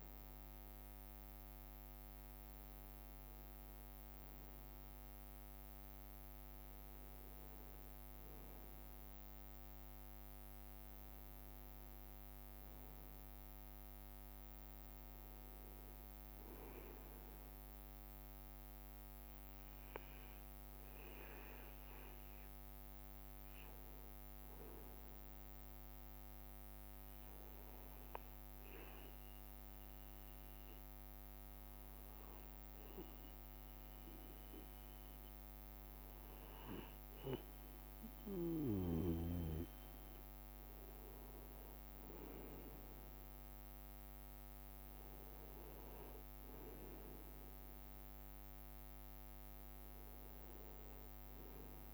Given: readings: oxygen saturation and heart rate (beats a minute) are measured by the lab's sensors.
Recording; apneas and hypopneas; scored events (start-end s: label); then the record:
breathing in sleep, hard to hear, by a microphone on the trachea; 1
0.00-51.94 s: bradycardia (device-marked)
15.00-16.50 s: leg movement (device-marked)
15.00-17.00 s: long interval between heartbeats (device-marked)
19.00-23.00 s: arousal
23.00-25.00 s: long interval between heartbeats (device-marked)
25.50-38.00 s: hypopnea (oxygen 95% before, 93% lowest)
34.50-37.50 s: leg movement (device-marked)
35.50-37.50 s: long interval between heartbeats (device-marked)
40.50-45.00 s: arousal
41.00-50.00 s: leg movement (device-marked)
44.50-51.94 s: drop in pulse transit time (device-marked)
50.50-51.94 s: long interval between heartbeats (device-marked)
From the record:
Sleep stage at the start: N1 (lightest sleep); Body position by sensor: on the right side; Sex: male